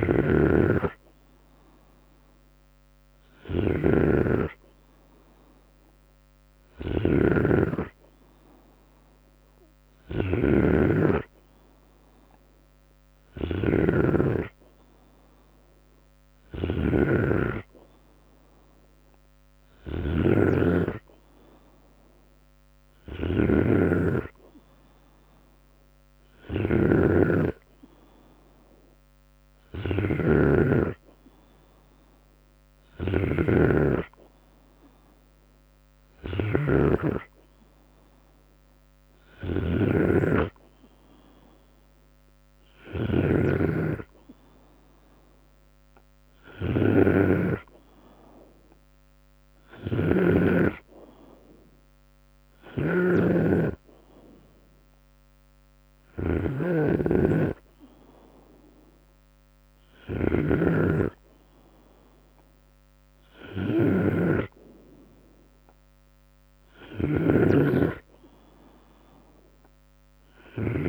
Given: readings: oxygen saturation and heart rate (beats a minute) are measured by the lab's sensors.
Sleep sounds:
breathing in sleep by a microphone on the trachea; none
0.00-2.00 s: long interval between heartbeats (device-marked, heart rate 65 before, 57 extreme)
0.00-8.50 s: bradycardia (device-marked, heart rate 45 extreme)
0.00-70.88 s: snoring (device-marked)
2.50-4.50 s: long interval between heartbeats (device-marked, heart rate 63 before, 56 extreme)
7.00-9.00 s: long interval between heartbeats (device-marked, heart rate 60 before, 49 extreme)
11.50-13.50 s: long interval between heartbeats (device-marked, heart rate 57 before, 60 extreme)
11.50-18.50 s: bradycardia (device-marked, heart rate 74 before, 54 extreme)
18.00-20.00 s: long interval between heartbeats (device-marked, heart rate 56 before, 56 extreme)
19.50-35.50 s: drop in pulse transit time (device-marked, heart rate 56 before, 55 extreme)
22.00-24.00 s: long interval between heartbeats (device-marked, heart rate 56 before, 69 extreme)
28.00-30.00 s: long interval between heartbeats (device-marked, heart rate 61 before, 75 extreme)
33.50-35.50 s: long interval between heartbeats (device-marked, heart rate 66 before, 78 extreme)
34.50-39.50 s: bradycardia (device-marked, heart rate 73 before, 58 extreme)
38.50-40.50 s: long interval between heartbeats (device-marked, heart rate 69 before, 48 extreme)
49.50-58.50 s: drop in pulse transit time (device-marked, heart rate 66 before, 66 extreme)
From the record:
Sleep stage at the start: N2 (light sleep); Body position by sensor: on the right side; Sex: male

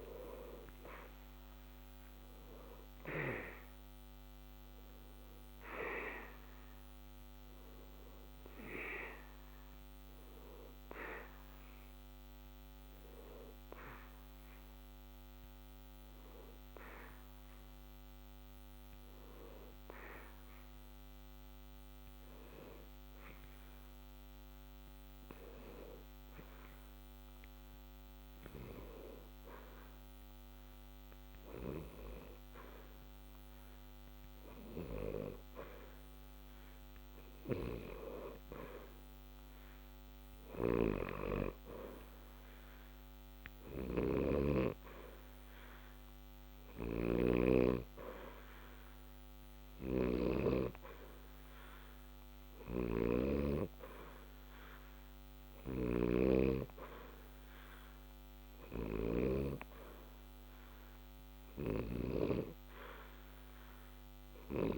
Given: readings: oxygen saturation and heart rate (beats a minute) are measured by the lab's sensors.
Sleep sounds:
breathing in sleep by a microphone on the trachea; 1
0.00-4.00 s: arousal
15.50-31.00 s: hypopnea (oxygen 90% before, 88% lowest, heart rate 60 before, 60 extreme, up 0 after)
32.50-36.50 s: arousal
47.00-63.00 s: oxygen desaturation (device-marked, oxygen 92% before, 88% lowest, heart rate 60 before, 60 extreme)
From the record:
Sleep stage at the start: N2 (light sleep); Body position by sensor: on the back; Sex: male

